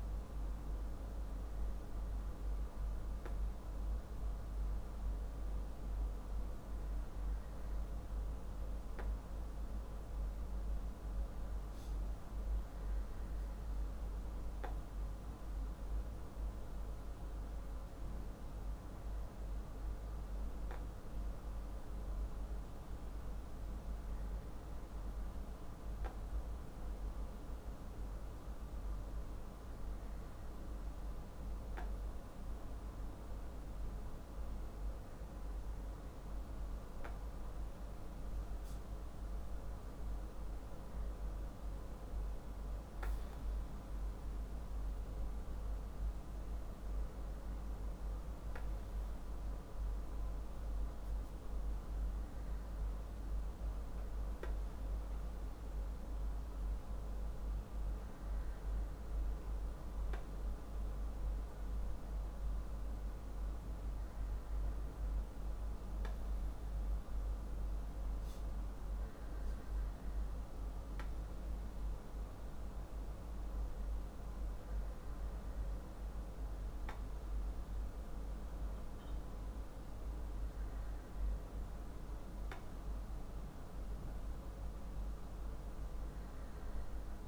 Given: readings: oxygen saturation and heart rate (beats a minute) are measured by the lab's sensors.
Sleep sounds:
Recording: breathing in sleep, hard to hear, by a room microphone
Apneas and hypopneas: none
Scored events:
none scored
From the record:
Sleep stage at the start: N2 (light sleep)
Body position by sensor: on the back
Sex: male

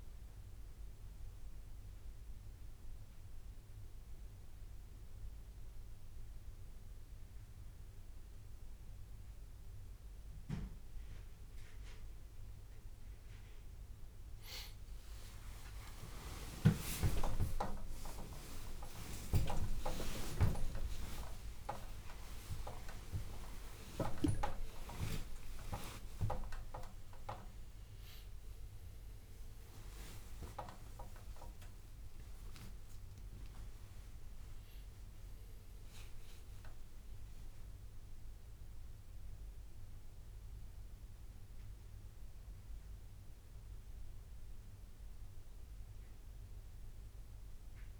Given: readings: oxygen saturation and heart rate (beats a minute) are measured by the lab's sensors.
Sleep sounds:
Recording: a person awake in a sleep study, by a room microphone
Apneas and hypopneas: none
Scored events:
29.00-48.00 s: new sleep stage, N1 (lightest sleep)
From the record:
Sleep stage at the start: awake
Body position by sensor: on the right side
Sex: male

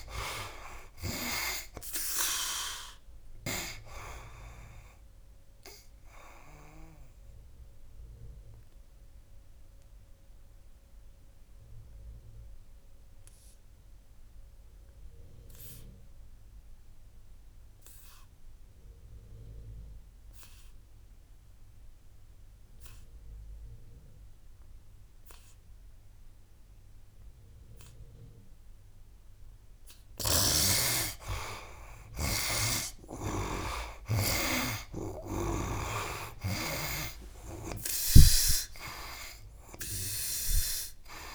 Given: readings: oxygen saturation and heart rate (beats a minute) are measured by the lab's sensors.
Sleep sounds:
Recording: breathing in sleep by a room microphone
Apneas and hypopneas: 1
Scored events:
0.00-3.50 s: snoring (device-marked)
0.00-27.50 s: oxygen desaturation (device-marked, oxygen 71% lowest, heart rate 65 extreme)
6.50-29.00 s: obstructive apnea (oxygen 97% before, 71% lowest, heart rate 77 before, 65 extreme, up 16 after)
30.00-37.00 s: snoring (device-marked)
31.50-41.35 s: oxygen desaturation (device-marked, oxygen 96% before, 75% lowest, heart rate 68 before, 67 extreme)
32.50-38.00 s: arousal
From the record:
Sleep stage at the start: N2 (light sleep)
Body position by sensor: on the right side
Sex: male

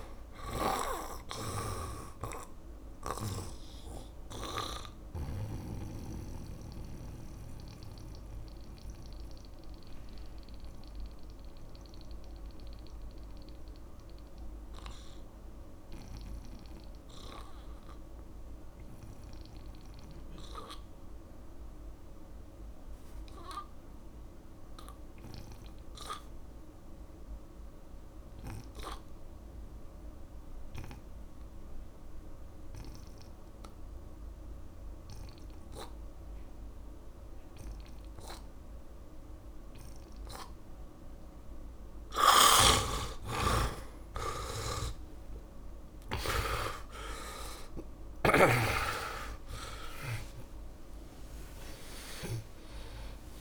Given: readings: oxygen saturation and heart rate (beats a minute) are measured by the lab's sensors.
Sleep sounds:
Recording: breathing in sleep by a room microphone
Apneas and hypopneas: 1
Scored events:
0.00-18.50 s: oxygen desaturation (device-marked, oxygen 80% lowest, heart rate 49 extreme)
4.00-42.50 s: mixed apnea (oxygen 99% before, 75% lowest)
35.50-53.41 s: oxygen desaturation (device-marked, oxygen 100% before, 75% lowest)
43.00-47.00 s: snoring (device-marked)
48.00-53.41 s: arousal
From the record:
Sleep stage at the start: N2 (light sleep)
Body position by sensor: on the back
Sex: male

